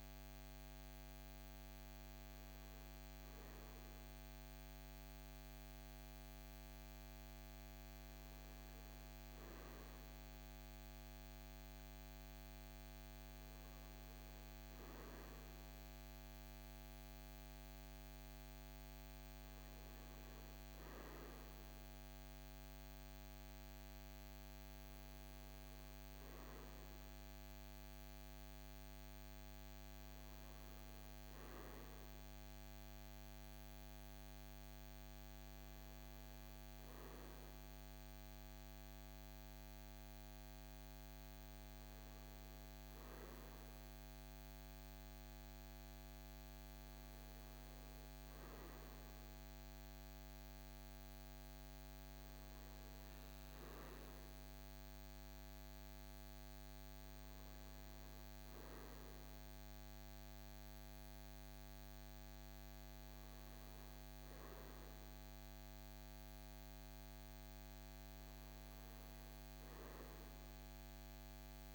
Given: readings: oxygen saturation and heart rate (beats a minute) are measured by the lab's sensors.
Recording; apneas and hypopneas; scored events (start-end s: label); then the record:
breathing in sleep, hard to hear, by a microphone on the trachea; none
none scored
From the record:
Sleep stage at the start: N2 (light sleep); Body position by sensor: on the right side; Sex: male